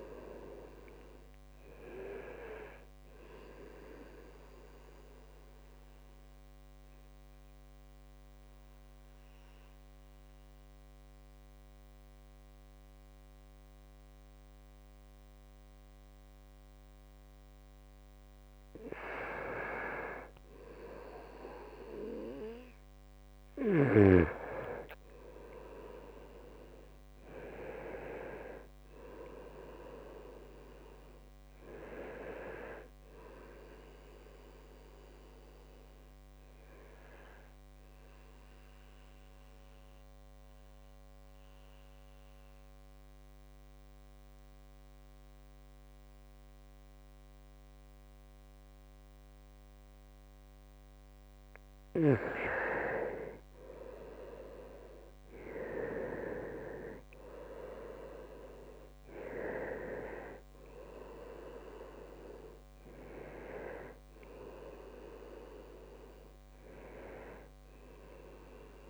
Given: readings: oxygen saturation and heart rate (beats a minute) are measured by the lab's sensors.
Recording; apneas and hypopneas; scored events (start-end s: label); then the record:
breathing in sleep by a microphone on the trachea; 2
0.00-15.00 s: oxygen desaturation (device-marked, oxygen 90% lowest, heart rate 64 extreme)
5.00-18.50 s: mixed apnea (oxygen 97% before, 89% lowest, heart rate 70 before, 64 extreme, up 7 after)
24.00-28.00 s: arousal
29.00-47.00 s: oxygen desaturation (device-marked, oxygen 97% before, 91% lowest, heart rate 68 before, 67 extreme)
38.50-51.00 s: mixed apnea (oxygen 97% before, 89% lowest, heart rate 71 before, 68 extreme, up 4 after)
52.00-56.50 s: arousal
56.00-68.90 s: oxygen desaturation (device-marked, oxygen 97% before, 89% lowest, heart rate 69 before, 66 extreme)
From the record:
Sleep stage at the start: N2 (light sleep); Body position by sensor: on the right side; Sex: male